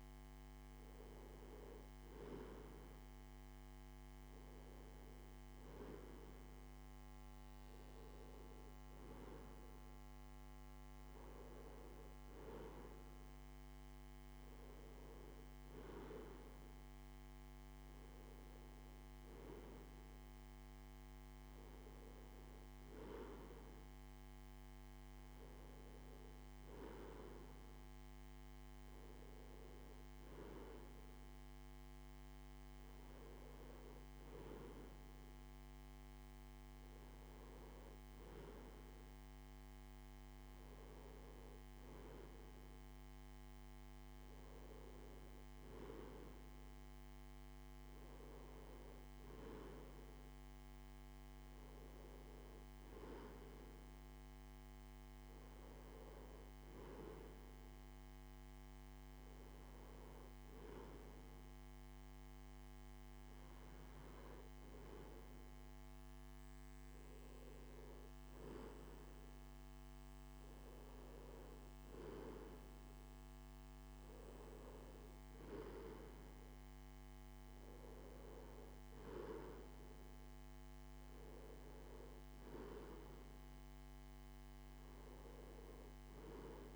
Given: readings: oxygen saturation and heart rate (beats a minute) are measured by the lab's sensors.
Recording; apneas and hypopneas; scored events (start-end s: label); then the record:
breathing in sleep by a microphone on the trachea; none
none scored
From the record:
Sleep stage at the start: N2 (light sleep); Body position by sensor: on the left side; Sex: male